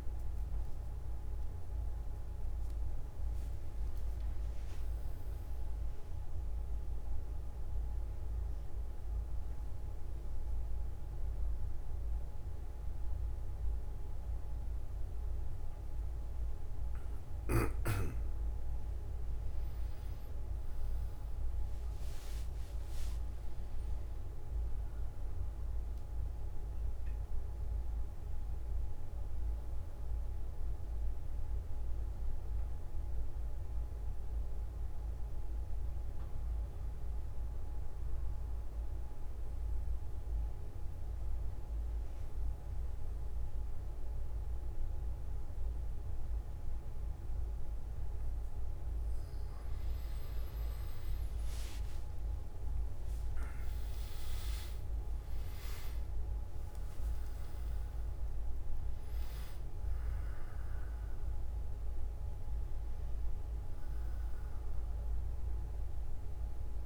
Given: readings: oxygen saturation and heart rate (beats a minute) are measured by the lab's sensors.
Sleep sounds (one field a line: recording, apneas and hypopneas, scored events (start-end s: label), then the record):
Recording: breathing in sleep, hard to hear, by a room microphone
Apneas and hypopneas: 1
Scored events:
37.50-49.50 s: obstructive apnea (oxygen 97% before, 93% lowest, heart rate 41 before, 47 extreme, up 4 after)
57.00-66.86 s: oxygen desaturation (device-marked, oxygen 97% before, 93% lowest)
From the record:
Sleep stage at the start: N1 (lightest sleep)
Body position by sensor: on the back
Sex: male